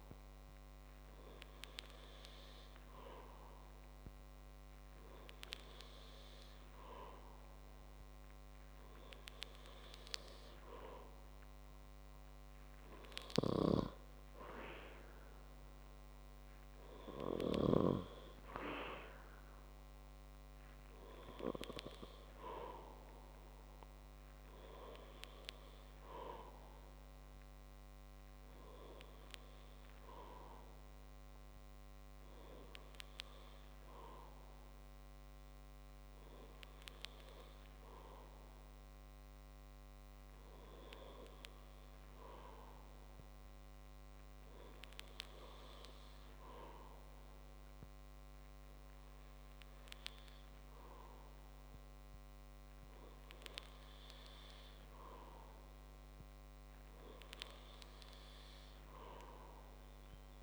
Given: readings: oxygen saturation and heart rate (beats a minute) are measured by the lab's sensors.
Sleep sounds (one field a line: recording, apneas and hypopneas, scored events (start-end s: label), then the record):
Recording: breathing in sleep by a microphone on the trachea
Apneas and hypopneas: none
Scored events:
4.50-22.50 s: oxygen desaturation (device-marked, oxygen 96% before, 93% lowest, heart rate 69 before, 59 extreme)
From the record:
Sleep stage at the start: N2 (light sleep)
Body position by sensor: on the back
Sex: male